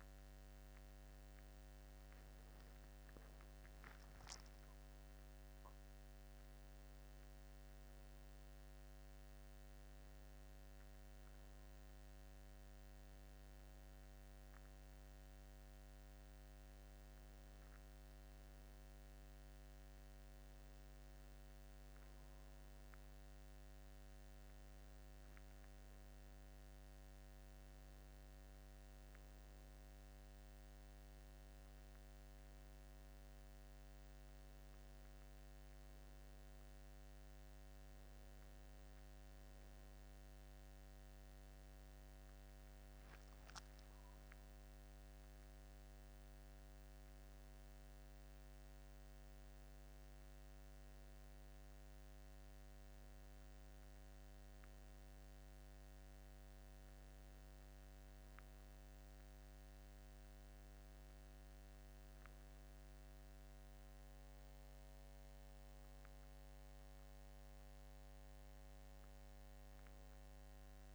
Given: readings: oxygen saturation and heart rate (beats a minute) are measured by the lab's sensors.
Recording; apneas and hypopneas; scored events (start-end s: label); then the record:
a person partly awake in a sleep study, hard to hear, by a microphone on the trachea; none
30.00-60.00 s: new sleep stage, N1 (lightest sleep)
60.00-70.95 s: new sleep stage, N2 (light sleep)
From the record:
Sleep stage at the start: awake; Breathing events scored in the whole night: 185 in 4.1 hours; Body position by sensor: on the back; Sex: male